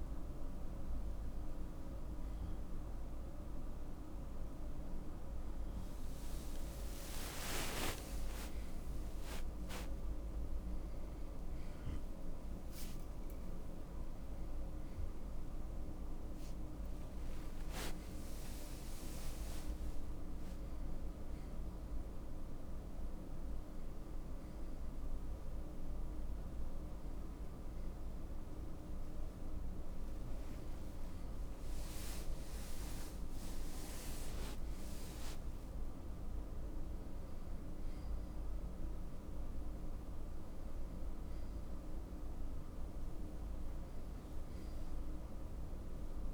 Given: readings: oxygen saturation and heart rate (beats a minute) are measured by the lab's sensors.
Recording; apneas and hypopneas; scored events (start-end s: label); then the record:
a person awake in a sleep study, hard to hear, by a room microphone; none
31.00-46.34 s: new sleep stage, N1 (lightest sleep)
From the record:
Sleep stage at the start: awake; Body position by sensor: on the right side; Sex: male